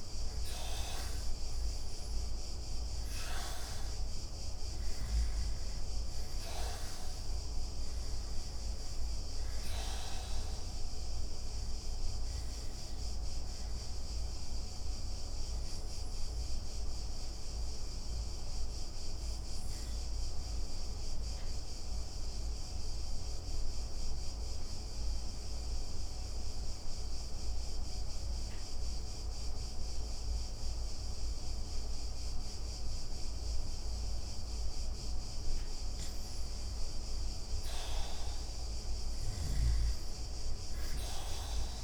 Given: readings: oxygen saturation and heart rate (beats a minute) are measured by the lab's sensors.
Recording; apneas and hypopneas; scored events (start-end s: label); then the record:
breathing in sleep, hard to hear, by a room microphone; 1
0.00-5.00 s: arousal
1.00-10.00 s: oxygen desaturation (device-marked, oxygen 96% before, 85% lowest)
14.50-33.00 s: obstructive apnea (oxygen 96% before, 82% lowest)
35.50-39.00 s: arousal
From the record:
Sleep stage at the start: REM sleep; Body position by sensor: on the back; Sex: male